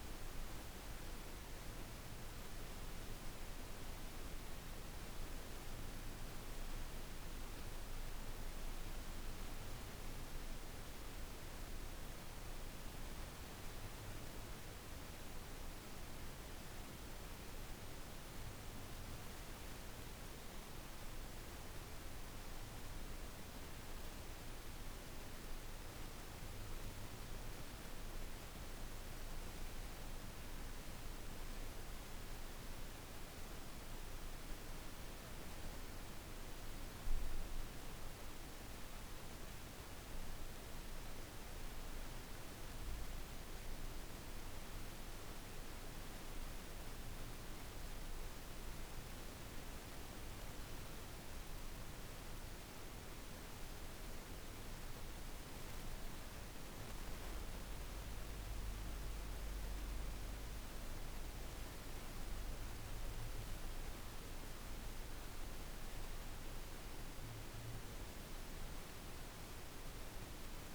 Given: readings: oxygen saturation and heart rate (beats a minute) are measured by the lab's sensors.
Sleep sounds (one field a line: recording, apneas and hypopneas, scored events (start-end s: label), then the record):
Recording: breathing in sleep, hard to hear, by a room microphone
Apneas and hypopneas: none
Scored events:
none scored
From the record:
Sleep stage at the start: N1 (lightest sleep)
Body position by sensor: on the back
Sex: female